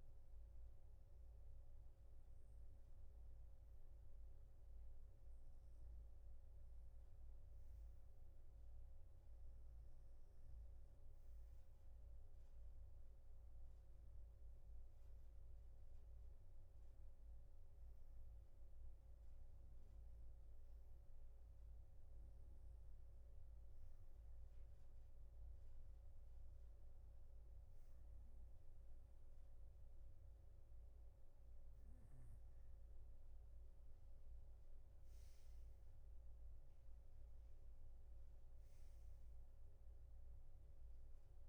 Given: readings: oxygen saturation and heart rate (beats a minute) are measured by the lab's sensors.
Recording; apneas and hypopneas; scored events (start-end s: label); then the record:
breathing in sleep, hard to hear, by a room microphone; 1
16.00-31.00 s: hypopnea (oxygen 96% before, 94% lowest, heart rate 60 before, 59 extreme, up 7 after)
From the record:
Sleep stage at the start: N3 (deep sleep); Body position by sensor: on the right side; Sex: male